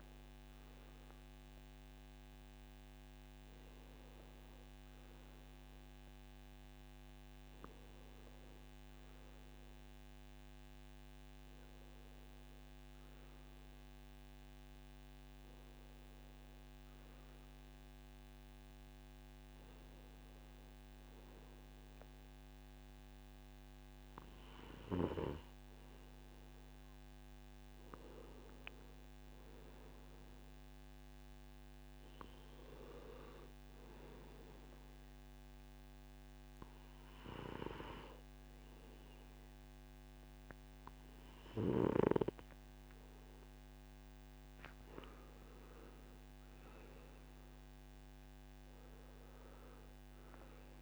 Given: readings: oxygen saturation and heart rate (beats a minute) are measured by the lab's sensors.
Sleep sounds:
breathing in sleep by a microphone on the trachea; 1
34.50-45.00 s: hypopnea (oxygen 97% before, 94% lowest, heart rate 58 before, 36 extreme, up 22 after)
46.50-50.82 s: arousal
From the record:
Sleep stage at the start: N2 (light sleep); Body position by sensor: on the right side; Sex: male

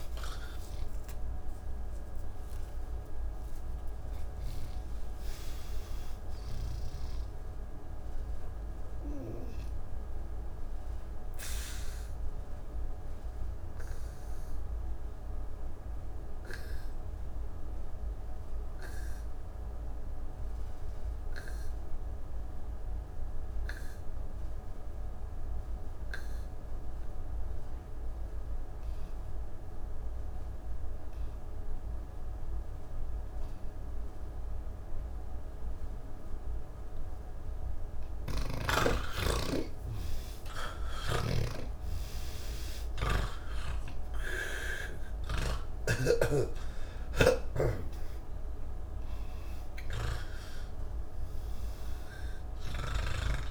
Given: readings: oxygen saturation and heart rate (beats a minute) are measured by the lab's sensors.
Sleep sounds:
breathing in sleep by a room microphone; 1
0.00-20.00 s: oxygen desaturation (device-marked, oxygen 82% lowest)
9.50-38.00 s: obstructive apnea (oxygen 98% before, 82% lowest, heart rate 172 before, 49 extreme)
32.00-46.00 s: oxygen desaturation (device-marked, oxygen 99% before, 90% lowest)
38.00-45.50 s: snoring (device-marked)
47.50-53.50 s: snoring (device-marked)
51.00-53.50 s: oxygen desaturation (device-marked, oxygen 96% before, 83% lowest)
From the record:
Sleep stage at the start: N3 (deep sleep); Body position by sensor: on the back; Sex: male

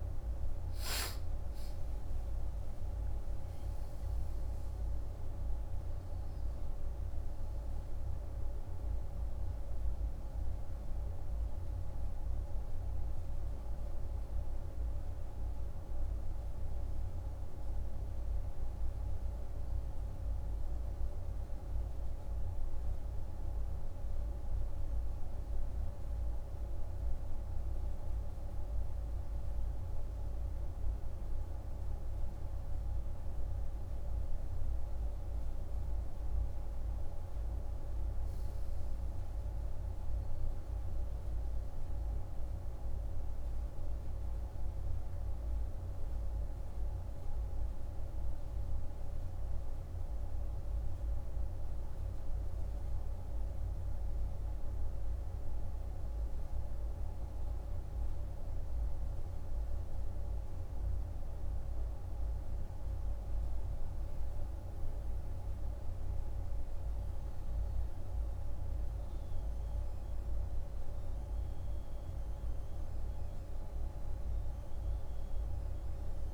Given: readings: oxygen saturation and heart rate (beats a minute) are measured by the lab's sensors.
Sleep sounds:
breathing in sleep, hard to hear, by a room microphone; none
24.50-76.34 s: new sleep stage, N2 (light sleep)
From the record:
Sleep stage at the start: N1 (lightest sleep); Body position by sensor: on the right side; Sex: male

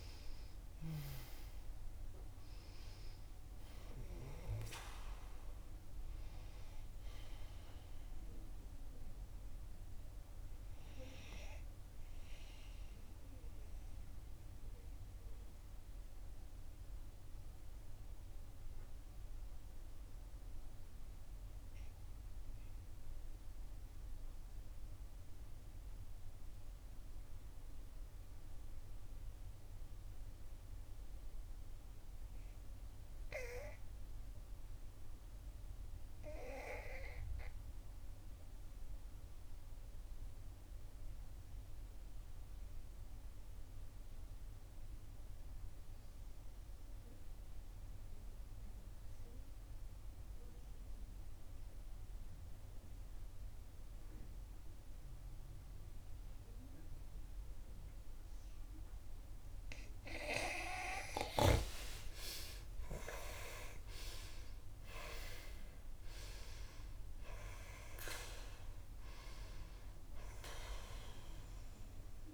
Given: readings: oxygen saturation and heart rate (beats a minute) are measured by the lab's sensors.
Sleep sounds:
breathing in sleep by a room microphone; 1
0.00-2.00 s: arousal
0.00-21.00 s: oxygen desaturation (device-marked, oxygen 78% lowest, heart rate 59 extreme)
13.00-61.00 s: obstructive apnea (oxygen 91% before, 78% lowest, heart rate 70 before, 59 extreme, up 7 after)
36.00-72.33 s: oxygen desaturation (device-marked, oxygen 97% before, 80% lowest, heart rate 64 before, 59 extreme)
61.50-66.50 s: arousal
From the record:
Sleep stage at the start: N2 (light sleep); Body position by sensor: on the back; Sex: female

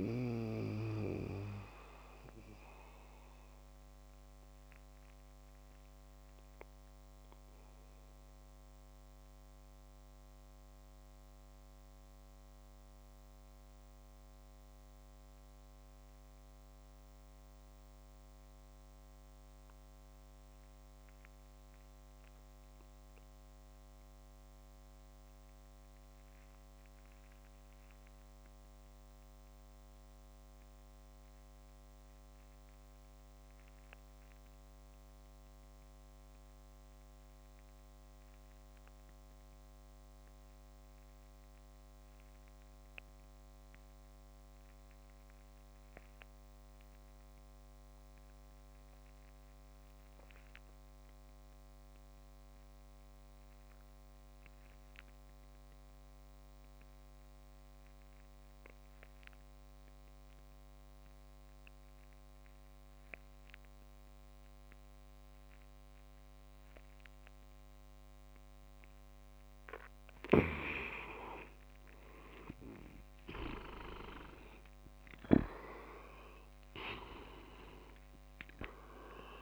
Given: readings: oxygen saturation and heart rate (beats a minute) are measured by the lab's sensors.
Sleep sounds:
breathing in sleep by a microphone on the trachea; 1
0.00-2.00 s: oxygen desaturation (device-marked, oxygen 92% lowest, heart rate 54 extreme)
0.50-66.50 s: mixed apnea (oxygen 99% before, 83% lowest, heart rate 77 before, 46 extreme, up 18 after)
59.00-79.42 s: oxygen desaturation (device-marked, oxygen 98% before, 83% lowest, heart rate 48 before, 50 extreme)
71.00-76.00 s: arousal
From the record:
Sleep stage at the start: REM sleep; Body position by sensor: on the back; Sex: male

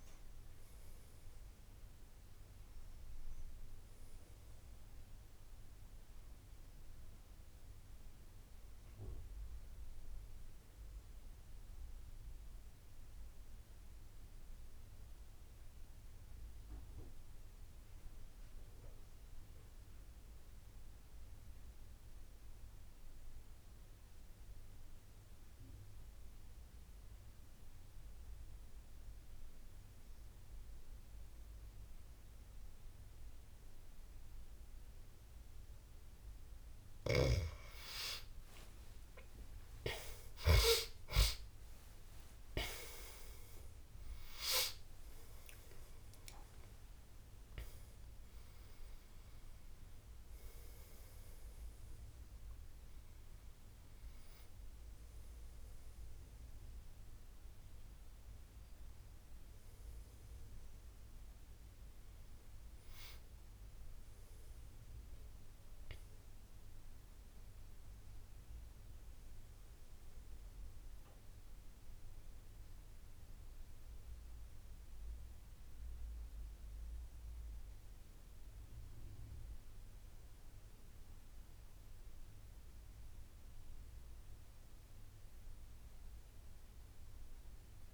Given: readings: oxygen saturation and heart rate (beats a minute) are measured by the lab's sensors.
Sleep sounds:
a person partly awake in a sleep study, by a room microphone; 1
0.00-23.50 s: oxygen desaturation (device-marked, oxygen 89% lowest, heart rate 73 extreme)
22.00-35.50 s: obstructive apnea (oxygen 94% before, 87% lowest, heart rate 82 before, 75 extreme, up 47 after)
35.50-65.50 s: new sleep stage, awake
39.50-65.50 s: oxygen desaturation (device-marked, oxygen 95% before, 87% lowest, heart rate 80 before, 79 extreme)
65.50-87.94 s: new sleep stage, N1 (lightest sleep)
From the record:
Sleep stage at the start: N2 (light sleep); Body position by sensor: on the back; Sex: male

